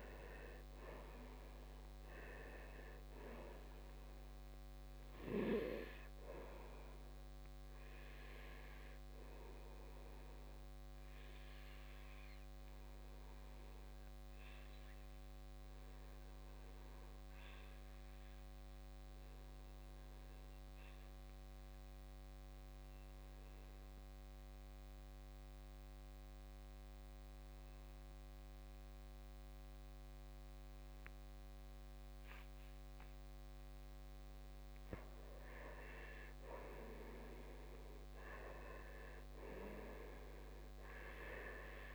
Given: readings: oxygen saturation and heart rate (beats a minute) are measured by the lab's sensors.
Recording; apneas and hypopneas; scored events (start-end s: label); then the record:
breathing in sleep by a microphone on the trachea; 1
0.00-16.50 s: oxygen desaturation (device-marked, oxygen 77% lowest, heart rate 54 extreme)
6.50-33.00 s: obstructive apnea (oxygen 97% before, 77% lowest, heart rate 69 before, 53 extreme, up 12 after)
34.50-38.50 s: arousal
34.50-41.95 s: oxygen desaturation (device-marked, oxygen 98% before, 85% lowest, heart rate 56 before, 53 extreme)
From the record:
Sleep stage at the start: N2 (light sleep); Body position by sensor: on the back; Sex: male